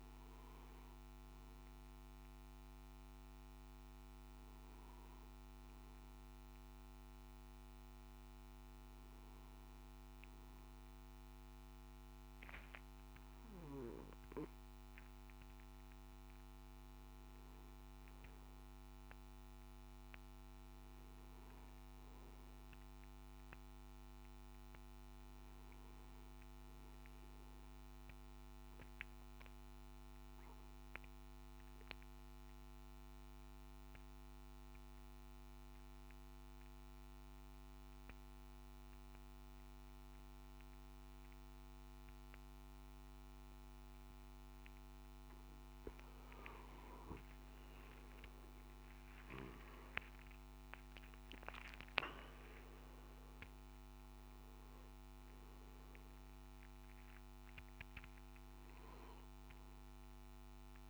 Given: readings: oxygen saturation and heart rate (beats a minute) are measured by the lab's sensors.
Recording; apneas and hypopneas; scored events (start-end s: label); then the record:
breathing in sleep, hard to hear, by a microphone on the trachea; 1
28.00-44.50 s: obstructive apnea (oxygen 96% before, 88% lowest, heart rate 58 before, 54 extreme, up 12 after)
47.50-60.90 s: oxygen desaturation (device-marked, oxygen 97% before, 91% lowest, heart rate 57 before, 54 extreme)
From the record:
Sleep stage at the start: N1 (lightest sleep); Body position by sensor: on the back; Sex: male